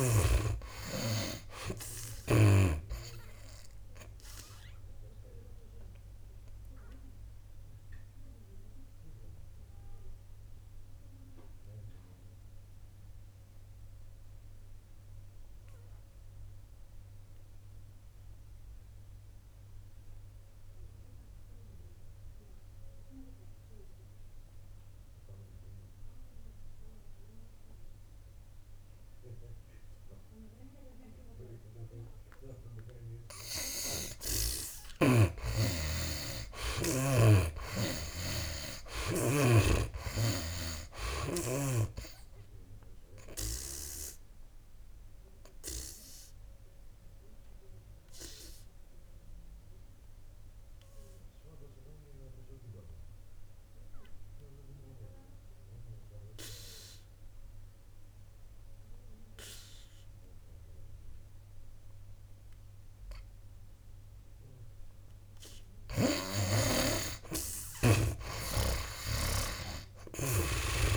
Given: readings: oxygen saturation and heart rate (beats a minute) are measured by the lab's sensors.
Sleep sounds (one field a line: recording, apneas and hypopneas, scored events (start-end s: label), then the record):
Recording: breathing in sleep by a room microphone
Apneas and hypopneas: 2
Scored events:
0.00-3.00 s: snoring (device-marked)
2.50-29.50 s: oxygen desaturation (device-marked, oxygen 94% before, 76% lowest, heart rate 70 before, 64 extreme)
4.00-33.50 s: obstructive apnea (oxygen 99% before, 76% lowest, heart rate 70 before, 63 extreme, up 8 after)
36.00-39.50 s: arousal
41.50-70.50 s: oxygen desaturation (device-marked, oxygen 97% before, 81% lowest, heart rate 67 before, 62 extreme)
43.50-64.50 s: obstructive apnea (oxygen 97% before, 81% lowest, heart rate 67 before, 62 extreme, up 10 after)
69.50-70.97 s: arousal
From the record:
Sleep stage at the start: N2 (light sleep)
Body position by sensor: on the back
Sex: male